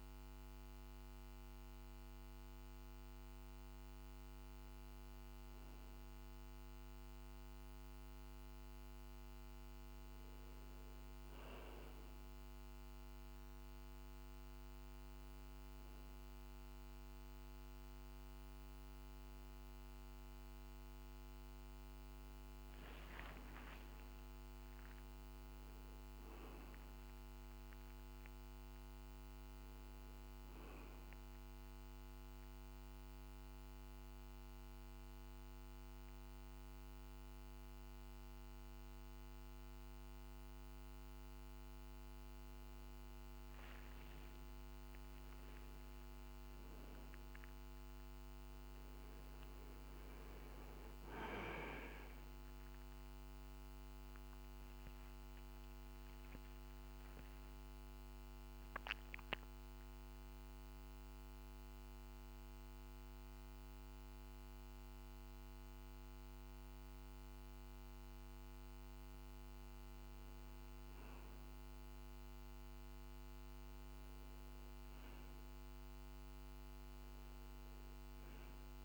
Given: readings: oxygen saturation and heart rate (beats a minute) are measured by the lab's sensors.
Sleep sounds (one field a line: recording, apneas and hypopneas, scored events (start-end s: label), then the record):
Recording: breathing in sleep, hard to hear, by a microphone on the trachea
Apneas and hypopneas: 2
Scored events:
22.00-26.00 s: arousal
31.00-42.00 s: central apnea (oxygen 96% before, 95% lowest, heart rate 51 before, 49 extreme, up 4 after)
43.50-47.50 s: arousal
54.00-68.00 s: central apnea (oxygen 96% before, 95% lowest, heart rate 52 before, 50 extreme, up 1 after)
66.50-78.85 s: new sleep stage, N2 (light sleep)
71.50-75.50 s: arousal
From the record:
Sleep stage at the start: N1 (lightest sleep)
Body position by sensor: on the back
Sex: male